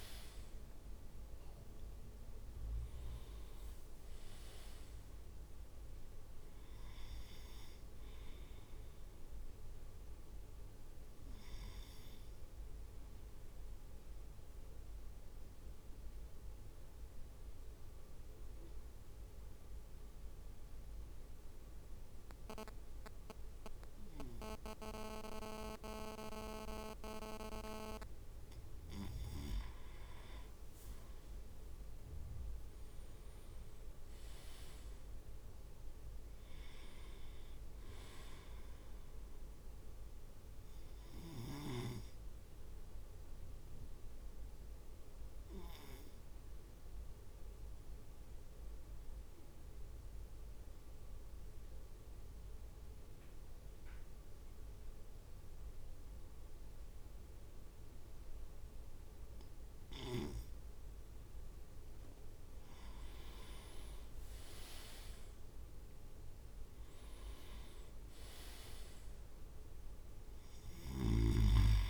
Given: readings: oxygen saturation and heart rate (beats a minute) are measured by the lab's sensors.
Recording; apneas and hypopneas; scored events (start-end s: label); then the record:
breathing in sleep by a room microphone; 2
0.00-4.00 s: arousal
0.00-11.00 s: drop in pulse transit time (device-marked, heart rate 56 extreme)
3.00-5.50 s: leg movement (device-marked)
13.00-30.00 s: obstructive apnea (oxygen 98% before, 96% lowest, heart rate 57 before, 50 extreme, up 4 after)
30.00-32.00 s: leg movement (device-marked)
32.00-35.00 s: arousal
42.50-60.50 s: obstructive apnea (oxygen 99% before, 96% lowest, heart rate 54 before, 50 extreme, up 7 after)
63.00-71.90 s: drop in pulse transit time (device-marked, heart rate 53 before, 54 extreme)
63.50-65.00 s: leg movement (device-marked)
64.00-68.00 s: arousal
From the record:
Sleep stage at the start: N2 (light sleep); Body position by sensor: on the right side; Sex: male